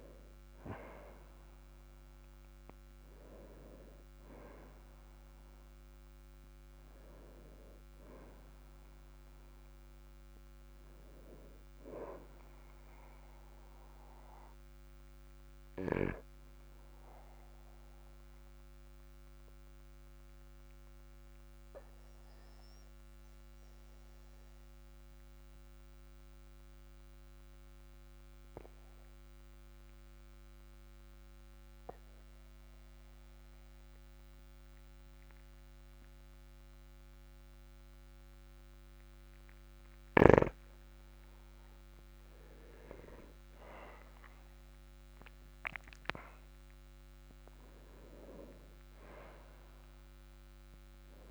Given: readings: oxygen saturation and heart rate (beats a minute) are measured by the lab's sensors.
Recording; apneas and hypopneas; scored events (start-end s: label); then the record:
breathing in sleep by a microphone on the trachea; 1
11.50-27.50 s: oxygen desaturation (device-marked, oxygen 98% before, 95% lowest, heart rate 53 before, 46 extreme)
17.50-41.00 s: obstructive apnea (oxygen 99% before, 95% lowest, heart rate 51 before, 43 extreme, up 5 after)
43.00-47.00 s: arousal
From the record:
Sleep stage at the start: N2 (light sleep); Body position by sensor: on the back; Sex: male